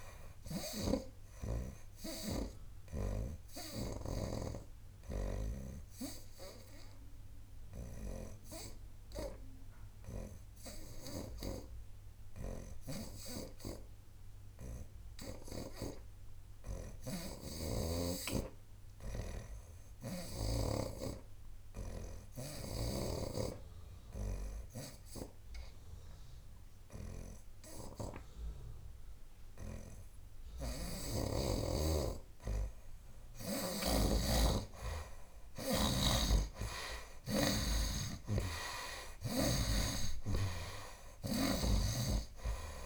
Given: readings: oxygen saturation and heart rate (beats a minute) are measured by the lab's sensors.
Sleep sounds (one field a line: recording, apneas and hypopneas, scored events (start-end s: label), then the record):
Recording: breathing in sleep by a room microphone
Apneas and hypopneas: 1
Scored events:
0.00-4.00 s: snoring (device-marked)
0.00-19.00 s: oxygen desaturation (device-marked, oxygen 65% lowest, heart rate 70 extreme)
4.00-32.50 s: obstructive apnea (oxygen 90% before, 65% lowest, heart rate 80 before, 70 extreme, up 12 after)
11.00-16.00 s: snoring (device-marked)
26.00-42.86 s: oxygen desaturation (device-marked, oxygen 90% before, 66% lowest, heart rate 72 before, 68 extreme)
30.50-34.00 s: snoring (device-marked)
35.00-39.50 s: arousal
36.00-39.50 s: snoring (device-marked)
41.50-42.86 s: snoring (device-marked)
From the record:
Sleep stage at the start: N2 (light sleep)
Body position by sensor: on the right side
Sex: male